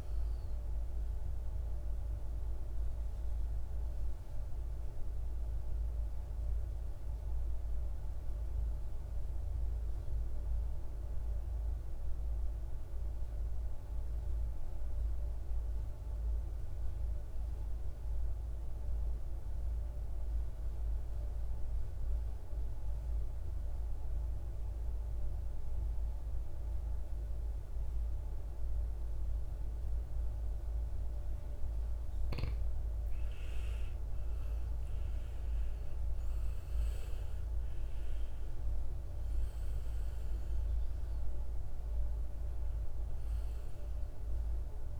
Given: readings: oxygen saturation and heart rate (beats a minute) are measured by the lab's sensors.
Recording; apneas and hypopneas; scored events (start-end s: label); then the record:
breathing in sleep, hard to hear, by a room microphone; 1
0.00-14.50 s: oxygen desaturation (device-marked, oxygen 85% lowest, heart rate 51 extreme)
0.50-30.50 s: mixed apnea (oxygen 99% before, 85% lowest, heart rate 67 before, 51 extreme, up 20 after)
31.50-44.99 s: oxygen desaturation (device-marked, oxygen 99% before, 87% lowest, heart rate 52 before, 52 extreme)
32.00-36.00 s: arousal
From the record:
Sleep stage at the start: N2 (light sleep); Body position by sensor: on the right side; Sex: male